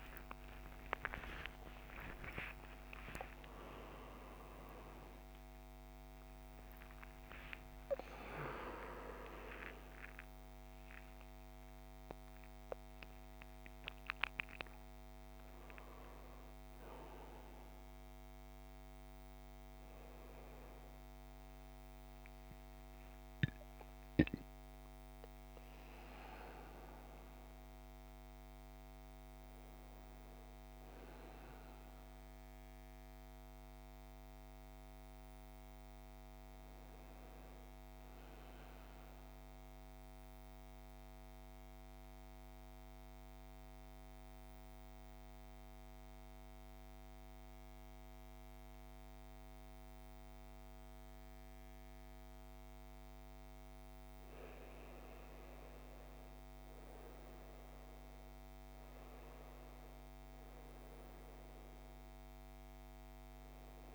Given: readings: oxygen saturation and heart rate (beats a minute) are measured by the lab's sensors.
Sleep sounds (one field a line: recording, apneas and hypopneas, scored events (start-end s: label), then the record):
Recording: a person awake in a sleep study, by a microphone on the trachea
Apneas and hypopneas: 1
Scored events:
0.00-6.50 s: oxygen desaturation (device-marked, oxygen 76% lowest, heart rate 52 extreme)
34.50-63.95 s: new sleep stage, N1 (lightest sleep)
39.50-53.00 s: central apnea (oxygen 100% before, 87% lowest, heart rate 69 before, 55 extreme, up 10 after)
43.50-63.95 s: oxygen desaturation (device-marked, oxygen 99% before, 87% lowest, heart rate 64 before, 55 extreme)
55.50-59.50 s: arousal
From the record:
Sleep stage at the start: awake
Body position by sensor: on the right side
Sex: male